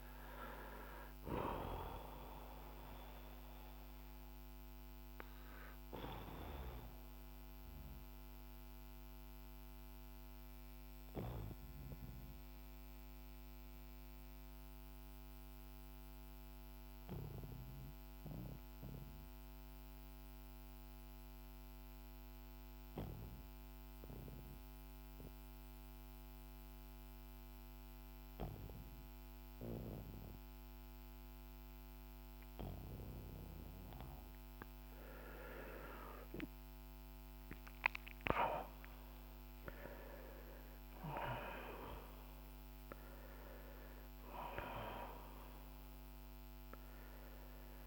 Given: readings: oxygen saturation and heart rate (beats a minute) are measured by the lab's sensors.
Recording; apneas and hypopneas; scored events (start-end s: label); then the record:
breathing in sleep by a microphone on the trachea; 1
0.00-23.00 s: oxygen desaturation (device-marked, oxygen 89% lowest, heart rate 47 extreme)
2.00-36.50 s: obstructive apnea (oxygen 97% before, 89% lowest, heart rate 54 before, 47 extreme, up 14 after)
37.50-42.50 s: arousal
40.00-47.87 s: oxygen desaturation (device-marked, oxygen 97% before, 89% lowest, heart rate 53 before, 38 extreme)
From the record:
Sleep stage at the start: N2 (light sleep); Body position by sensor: on the back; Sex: male